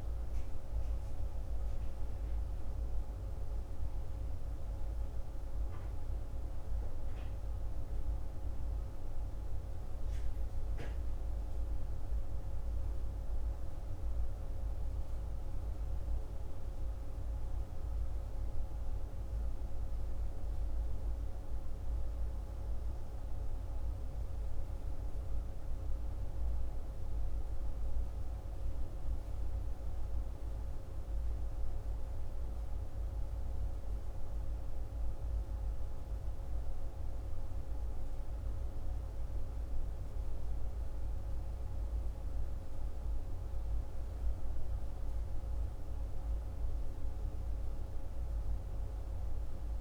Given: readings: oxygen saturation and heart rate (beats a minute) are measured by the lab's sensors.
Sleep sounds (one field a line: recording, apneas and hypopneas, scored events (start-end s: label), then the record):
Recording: breathing in sleep, hard to hear, by a room microphone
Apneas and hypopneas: none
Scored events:
45.50-49.81 s: new sleep stage, awake
From the record:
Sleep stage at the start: N1 (lightest sleep)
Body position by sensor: on the left side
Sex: male